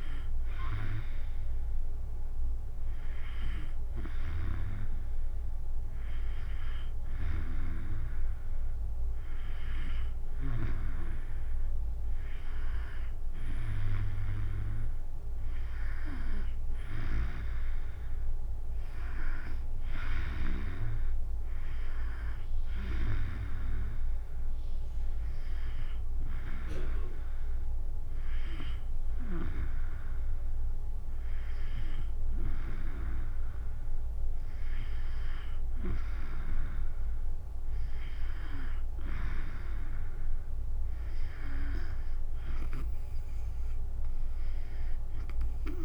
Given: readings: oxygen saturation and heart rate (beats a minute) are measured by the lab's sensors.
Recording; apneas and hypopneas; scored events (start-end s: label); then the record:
breathing in sleep by a room microphone; 1
24.50-35.00 s: hypopnea (oxygen 95% before, 92% lowest, heart rate 71 before, 67 extreme, up 4 after)
37.00-40.50 s: arousal
From the record:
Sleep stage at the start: N2 (light sleep); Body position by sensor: on the back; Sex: female